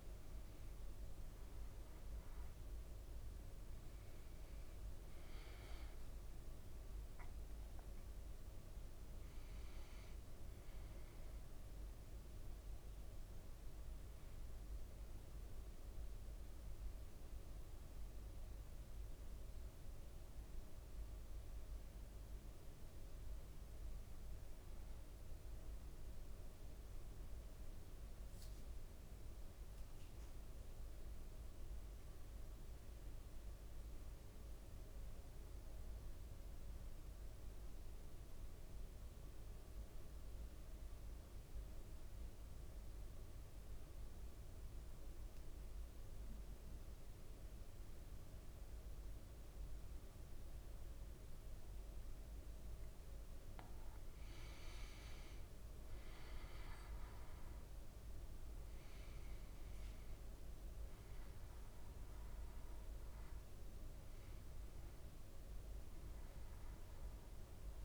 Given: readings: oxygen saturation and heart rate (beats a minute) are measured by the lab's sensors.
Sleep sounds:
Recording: breathing in sleep, hard to hear, by a room microphone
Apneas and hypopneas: 1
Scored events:
0.00-5.50 s: arousal
37.00-52.50 s: central apnea (oxygen 98% before, 94% lowest, heart rate 54 before, 53 extreme, up 5 after)
55.00-67.85 s: oxygen desaturation (device-marked, oxygen 98% before, 94% lowest, heart rate 55 before, 53 extreme)
56.00-61.00 s: arousal
From the record:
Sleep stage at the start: N2 (light sleep)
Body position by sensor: on the back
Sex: male

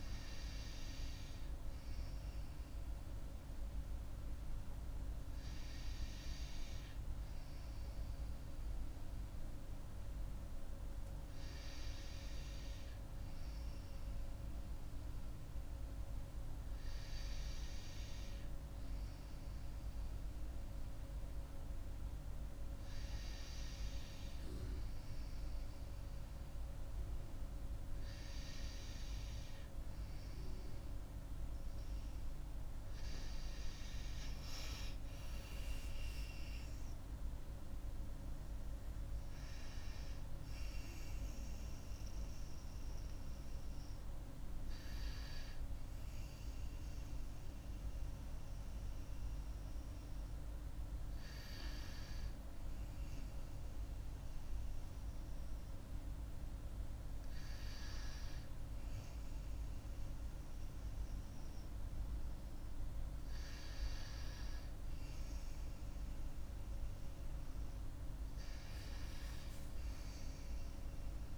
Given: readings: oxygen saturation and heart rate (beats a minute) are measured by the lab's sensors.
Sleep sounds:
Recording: breathing in sleep, hard to hear, by a room microphone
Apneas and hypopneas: 1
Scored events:
35.50-38.50 s: arousal
45.50-60.00 s: hypopnea (oxygen 96% before, 95% lowest, heart rate 65 before, 53 extreme, up 6 after)
63.00-67.00 s: arousal
From the record:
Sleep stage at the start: N2 (light sleep)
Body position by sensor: on the right side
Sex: female

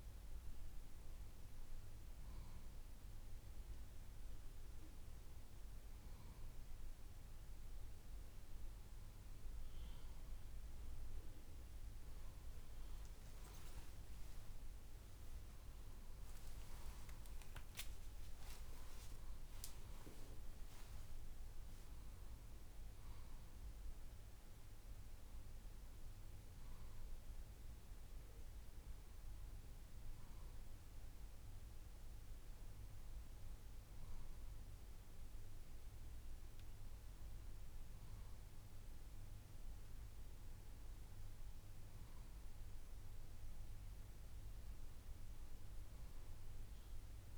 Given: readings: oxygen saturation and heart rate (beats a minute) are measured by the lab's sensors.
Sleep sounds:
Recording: a person awake in a sleep study, hard to hear, by a room microphone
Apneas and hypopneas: none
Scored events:
none scored
From the record:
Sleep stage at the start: awake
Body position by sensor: on the left side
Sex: male

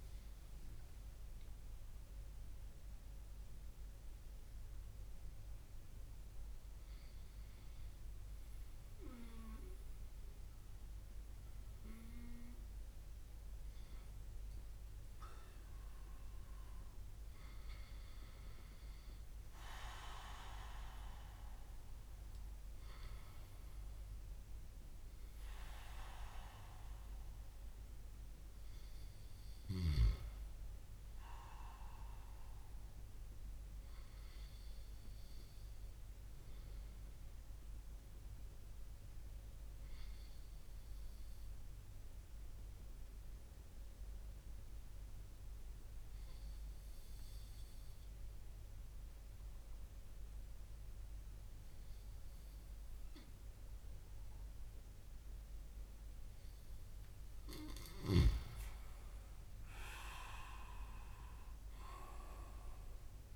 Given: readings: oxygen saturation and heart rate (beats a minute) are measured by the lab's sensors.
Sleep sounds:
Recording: breathing in sleep by a room microphone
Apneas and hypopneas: 2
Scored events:
2.00-14.50 s: hypopnea (oxygen 99% before, 97% lowest, heart rate 58 before, 53 extreme, up 7 after)
15.50-63.36 s: new sleep stage, N2 (light sleep)
16.00-20.50 s: arousal
39.50-54.50 s: obstructive apnea (oxygen 99% before, 96% lowest)
57.00-61.50 s: arousal
From the record:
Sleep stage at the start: N1 (lightest sleep)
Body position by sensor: on the back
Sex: male

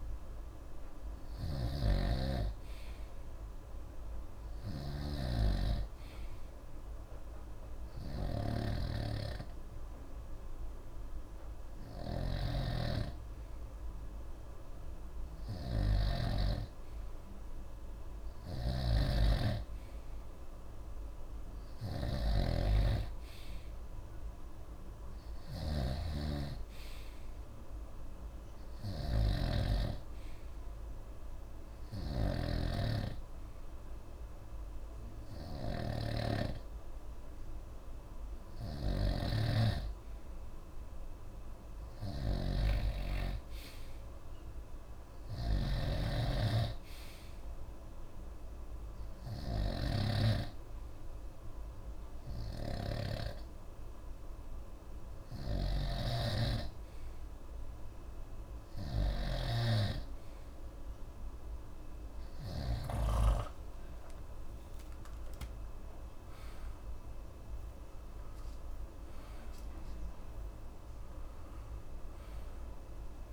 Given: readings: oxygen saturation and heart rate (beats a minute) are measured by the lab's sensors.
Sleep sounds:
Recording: breathing in sleep by a room microphone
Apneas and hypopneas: 1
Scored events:
0.00-63.00 s: snoring (device-marked)
1.50-16.50 s: oxygen desaturation (device-marked, oxygen 97% before, 92% lowest, heart rate 68 before, 61 extreme)
31.00-42.00 s: hypopnea (oxygen 95% before, 92% lowest, heart rate 63 before, 61 extreme, up 2 after)
43.50-46.50 s: arousal
From the record:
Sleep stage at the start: N2 (light sleep)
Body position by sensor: on the right side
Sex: male

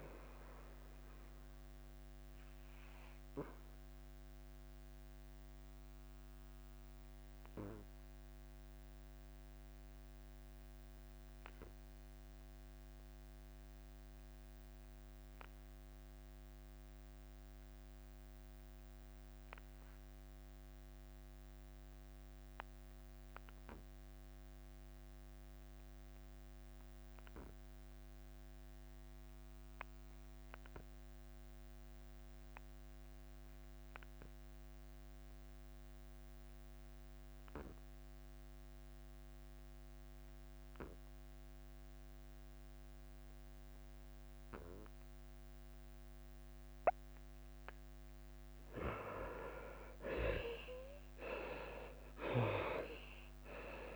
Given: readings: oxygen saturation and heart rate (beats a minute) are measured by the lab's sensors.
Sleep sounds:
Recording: breathing in sleep by a microphone on the trachea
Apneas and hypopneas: 1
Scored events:
0.00-6.00 s: drop in pulse transit time (device-marked, heart rate 89 extreme)
5.00-47.50 s: obstructive apnea (oxygen 97% before, 69% lowest, heart rate 90 before, 83 extreme, up 8 after)
10.00-21.00 s: oxygen desaturation (device-marked, oxygen 97% before, 77% lowest, heart rate 90 before, 83 extreme)
35.00-49.00 s: oxygen desaturation (device-marked, oxygen 97% before, 94% lowest, heart rate 85 before, 83 extreme)
50.00-53.96 s: drop in pulse transit time (device-marked, heart rate 86 before, 86 extreme)
From the record:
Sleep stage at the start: N2 (light sleep)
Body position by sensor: on the back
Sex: male

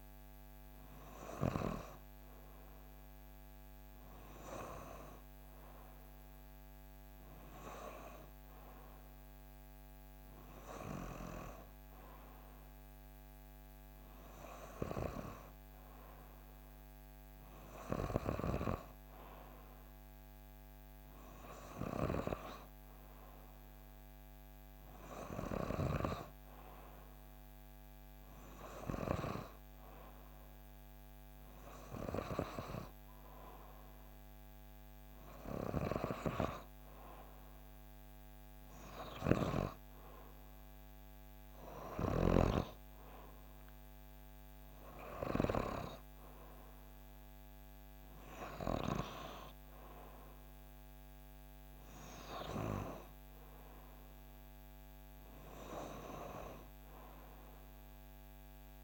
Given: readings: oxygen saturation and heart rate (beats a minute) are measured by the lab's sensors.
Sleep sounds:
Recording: breathing in sleep by a microphone on the trachea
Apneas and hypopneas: none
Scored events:
none scored
From the record:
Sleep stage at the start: N2 (light sleep)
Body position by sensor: on the back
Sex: female

